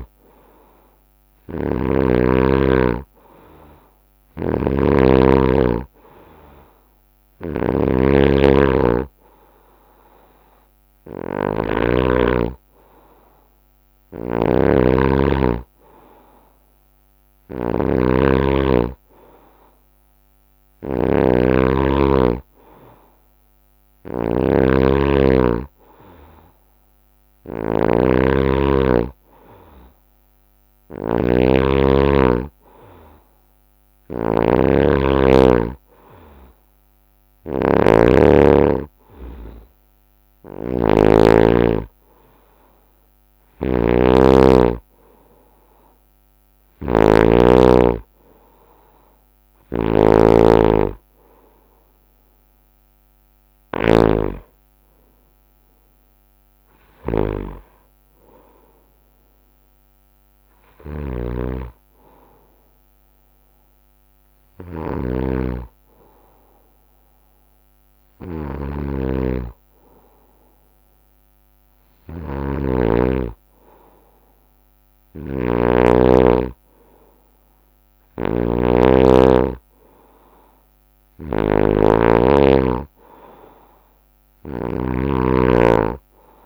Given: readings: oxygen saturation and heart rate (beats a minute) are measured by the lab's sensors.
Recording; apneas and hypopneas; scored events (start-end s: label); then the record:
breathing in sleep by a microphone on the trachea; none
0.00-2.00 s: arousal
0.00-11.50 s: snoring (device-marked)
5.00-21.00 s: oxygen desaturation (device-marked, oxygen 94% before, 90% lowest, heart rate 63 before, 62 extreme)
11.50-13.50 s: long interval between heartbeats (device-marked, heart rate 63 before, 71 extreme)
13.50-53.50 s: snoring (device-marked)
39.50-44.50 s: arousal
60.50-72.50 s: snoring (device-marked)
74.50-86.46 s: snoring (device-marked)
From the record:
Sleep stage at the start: N2 (light sleep); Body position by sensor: on the right side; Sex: male